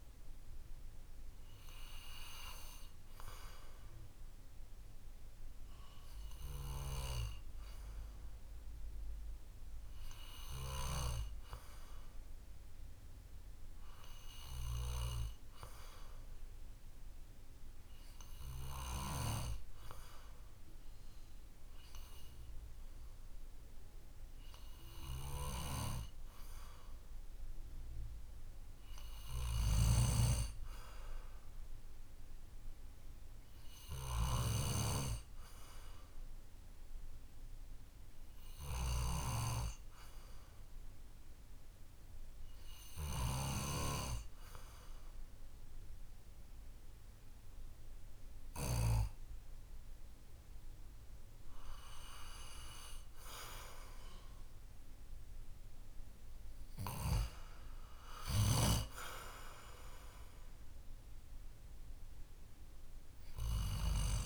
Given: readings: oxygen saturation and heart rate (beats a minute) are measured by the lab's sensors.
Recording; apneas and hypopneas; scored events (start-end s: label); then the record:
breathing in sleep by a room microphone; 1
33.00-49.00 s: hypopnea (oxygen 96% before, 94% lowest, heart rate 54 before, 52 extreme, up 4 after)
50.50-54.00 s: arousal
From the record:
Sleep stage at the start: N2 (light sleep); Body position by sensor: on the back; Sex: male